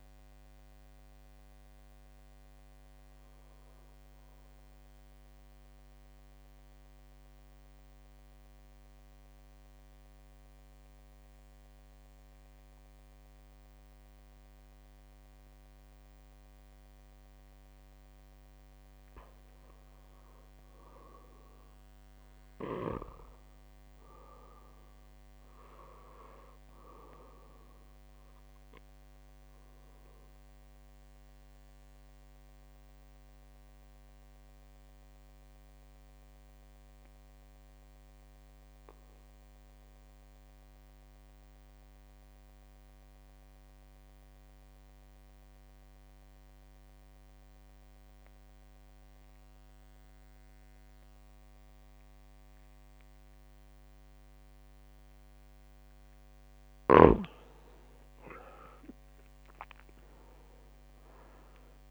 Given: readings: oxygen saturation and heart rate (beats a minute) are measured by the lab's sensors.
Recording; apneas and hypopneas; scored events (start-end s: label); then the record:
breathing in sleep by a microphone on the trachea; 2
0.00-11.50 s: oxygen desaturation (device-marked, oxygen 89% lowest, heart rate 50 extreme)
5.50-19.00 s: mixed apnea (oxygen 99% before, 90% lowest, heart rate 53 before, 50 extreme, up 0 after)
21.00-24.50 s: arousal
31.00-56.50 s: mixed apnea (oxygen 99% before, 88% lowest, heart rate 51 before, 50 extreme, up 3 after)
31.50-53.50 s: oxygen desaturation (device-marked, oxygen 99% before, 93% lowest, heart rate 51 before, 50 extreme)
58.50-61.90 s: arousal
From the record:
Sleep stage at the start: N2 (light sleep); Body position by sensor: on the back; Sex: male